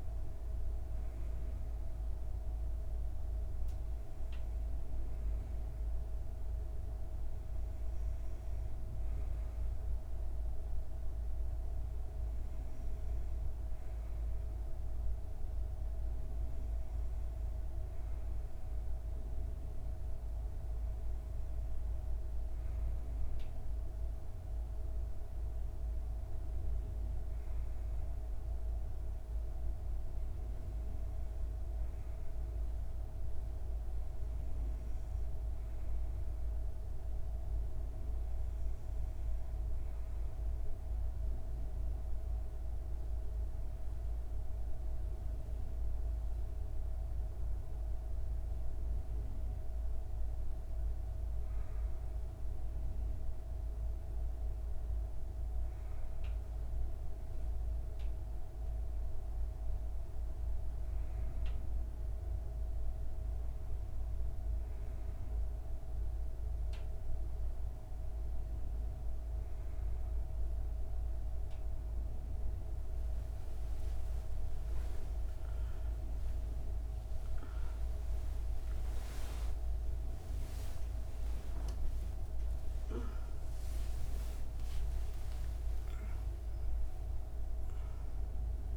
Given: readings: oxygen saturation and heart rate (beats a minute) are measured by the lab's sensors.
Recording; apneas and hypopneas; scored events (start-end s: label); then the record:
breathing in sleep, hard to hear, by a room microphone; none
73.00-81.00 s: arousal
From the record:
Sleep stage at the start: N2 (light sleep); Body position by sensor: on the back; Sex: female